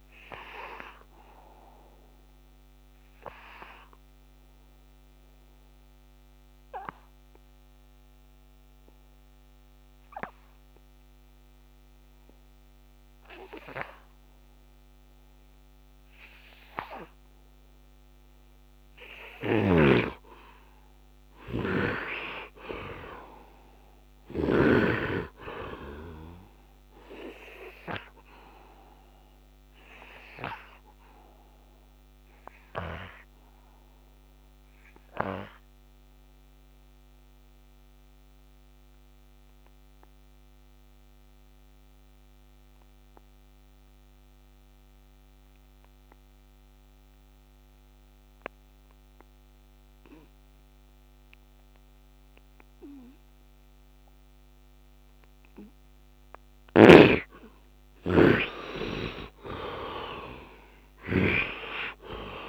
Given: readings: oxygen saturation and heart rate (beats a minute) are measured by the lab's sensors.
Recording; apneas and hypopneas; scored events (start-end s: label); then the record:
breathing in sleep by a microphone on the trachea; 2
0.00-13.50 s: oxygen desaturation (device-marked, oxygen 74% lowest)
0.50-17.50 s: obstructive apnea (oxygen 100% before, 72% lowest)
18.50-40.50 s: oxygen desaturation (device-marked, oxygen 99% before, 81% lowest)
19.00-24.00 s: snoring (device-marked)
21.00-25.00 s: arousal
32.50-56.00 s: obstructive apnea (oxygen 99% before, 68% lowest)
43.50-49.50 s: bradycardia (device-marked, heart rate 55 before, 32 extreme)
53.50-62.48 s: oxygen desaturation (device-marked, oxygen 98% before, 70% lowest)
56.00-61.00 s: snoring (device-marked)
59.50-62.48 s: arousal
60.50-62.48 s: bradycardia (device-marked, heart rate 54 before, 31 extreme)
From the record:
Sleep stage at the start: N2 (light sleep); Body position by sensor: on the right side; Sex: male